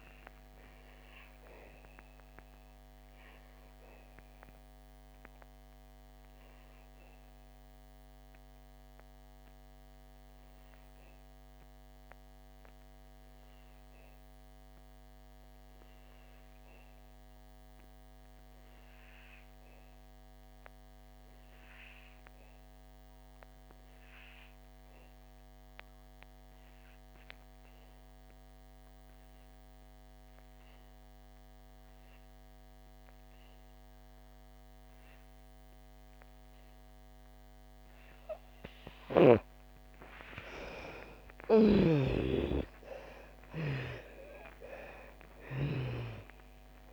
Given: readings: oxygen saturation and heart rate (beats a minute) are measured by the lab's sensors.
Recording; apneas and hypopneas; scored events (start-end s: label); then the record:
breathing in sleep by a microphone on the trachea; 1
0.00-26.00 s: oxygen desaturation (device-marked, oxygen 81% lowest, heart rate 47 extreme)
0.50-38.50 s: obstructive apnea (oxygen 97% before, 75% lowest, heart rate 62 before, 47 extreme, up 14 after)
28.00-46.93 s: oxygen desaturation (device-marked, oxygen 98% before, 75% lowest, heart rate 60 before, 47 extreme)
40.00-44.50 s: arousal
41.50-46.00 s: snoring (device-marked)
From the record:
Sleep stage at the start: N2 (light sleep); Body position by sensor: on the back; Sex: female